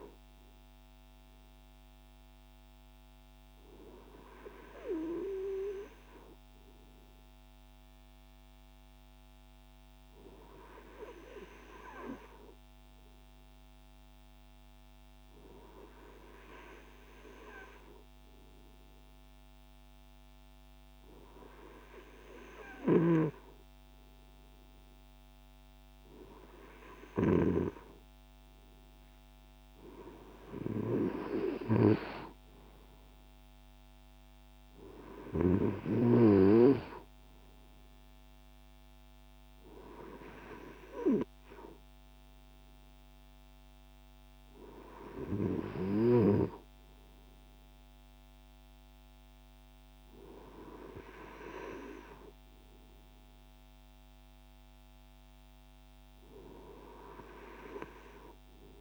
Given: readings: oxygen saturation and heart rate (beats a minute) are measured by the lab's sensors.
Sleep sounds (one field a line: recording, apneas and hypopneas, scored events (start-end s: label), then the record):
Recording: breathing in sleep by a microphone on the trachea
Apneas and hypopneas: none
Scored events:
none scored
From the record:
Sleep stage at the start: N2 (light sleep)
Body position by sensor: on the right side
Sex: male